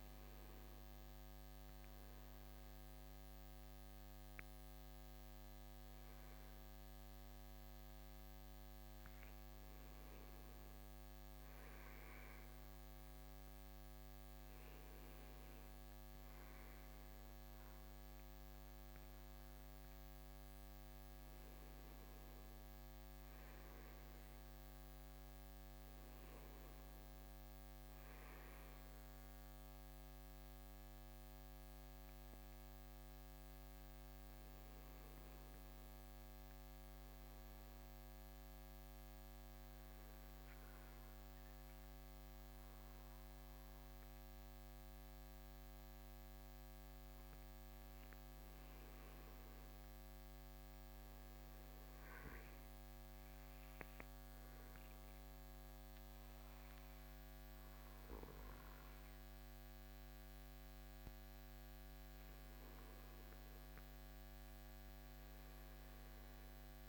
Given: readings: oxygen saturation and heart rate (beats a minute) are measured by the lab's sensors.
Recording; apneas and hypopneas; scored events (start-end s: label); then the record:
breathing in sleep, hard to hear, by a microphone on the trachea; 1
35.50-39.50 s: arousal
40.00-48.00 s: oxygen desaturation (device-marked, oxygen 97% before, 94% lowest, heart rate 67 before, 67 extreme)
51.50-62.50 s: obstructive apnea (oxygen 97% before, 91% lowest, heart rate 67 before, 67 extreme, up 0 after)
64.50-66.89 s: arousal
From the record:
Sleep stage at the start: N2 (light sleep); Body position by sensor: on the right side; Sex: male